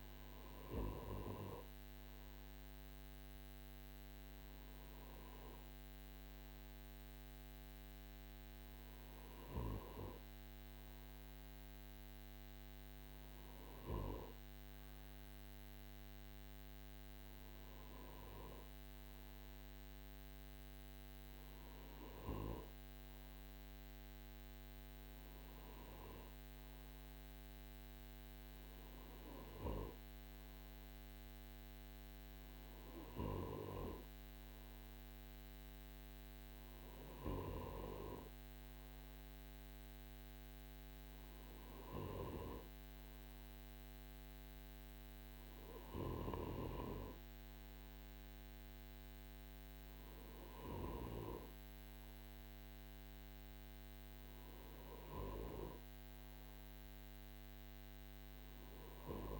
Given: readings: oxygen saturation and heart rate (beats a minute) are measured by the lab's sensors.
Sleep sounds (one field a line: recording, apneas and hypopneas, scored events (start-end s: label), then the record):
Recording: breathing in sleep by a microphone on the trachea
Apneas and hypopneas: none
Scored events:
none scored
From the record:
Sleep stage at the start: N2 (light sleep)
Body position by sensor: on the right side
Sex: male